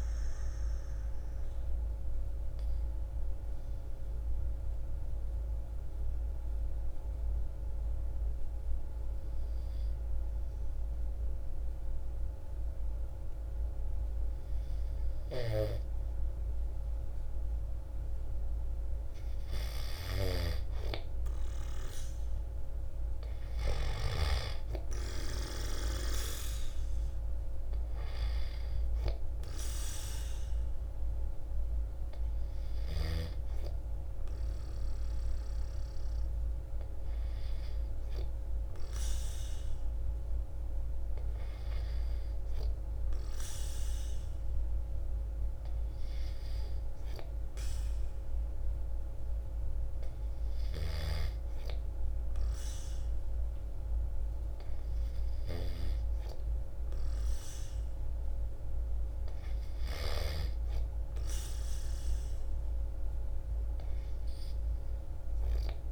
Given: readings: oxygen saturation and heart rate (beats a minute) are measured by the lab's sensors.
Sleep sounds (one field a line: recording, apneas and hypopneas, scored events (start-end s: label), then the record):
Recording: breathing in sleep by a room microphone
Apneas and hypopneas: 1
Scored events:
0.50-19.00 s: obstructive apnea (heart rate 61 before, 53 extreme, up 2 after)
19.50-23.50 s: snoring (device-marked)
21.50-25.50 s: arousal
From the record:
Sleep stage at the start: N2 (light sleep)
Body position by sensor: on the right side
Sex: male